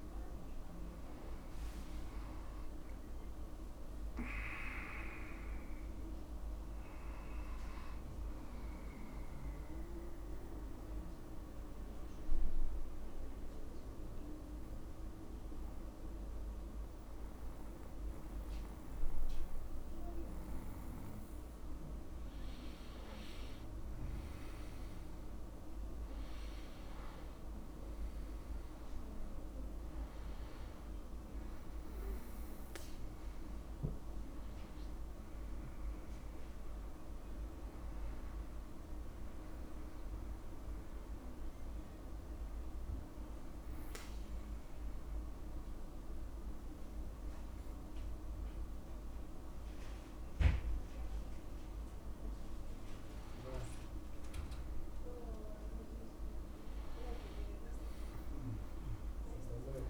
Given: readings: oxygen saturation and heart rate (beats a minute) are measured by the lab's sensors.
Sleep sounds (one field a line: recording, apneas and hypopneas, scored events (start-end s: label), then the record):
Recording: breathing in sleep, hard to hear, by a room microphone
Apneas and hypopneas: 2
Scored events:
4.00-7.00 s: arousal
9.00-22.50 s: central apnea (oxygen 100% before, 94% lowest, heart rate 68 before, 59 extreme, up 0 after)
10.50-59.90 s: new sleep stage, N2 (light sleep)
26.00-31.00 s: arousal
27.50-44.50 s: oxygen desaturation (device-marked, oxygen 99% before, 94% lowest, heart rate 69 before, 59 extreme)
43.50-54.00 s: obstructive apnea (oxygen 99% before, 94% lowest, heart rate 62 before, 59 extreme, up 0 after)
56.00-59.90 s: arousal
From the record:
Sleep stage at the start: N1 (lightest sleep)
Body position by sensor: on the back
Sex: male